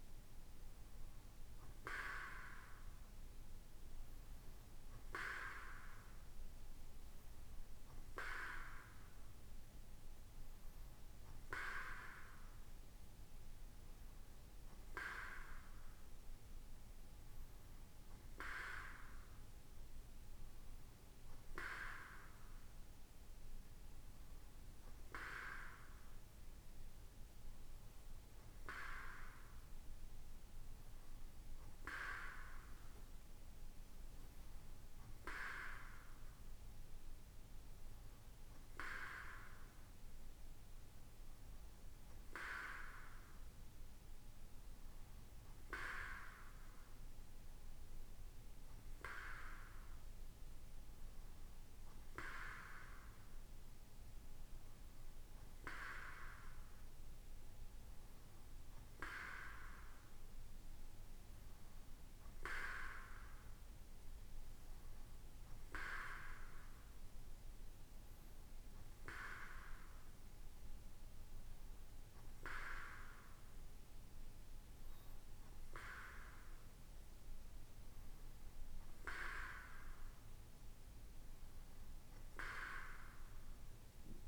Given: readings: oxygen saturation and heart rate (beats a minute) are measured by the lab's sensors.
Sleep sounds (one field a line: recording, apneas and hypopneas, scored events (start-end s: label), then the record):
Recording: breathing in sleep by a room microphone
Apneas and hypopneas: none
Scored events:
none scored
From the record:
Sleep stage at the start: N2 (light sleep)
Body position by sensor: on the right side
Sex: male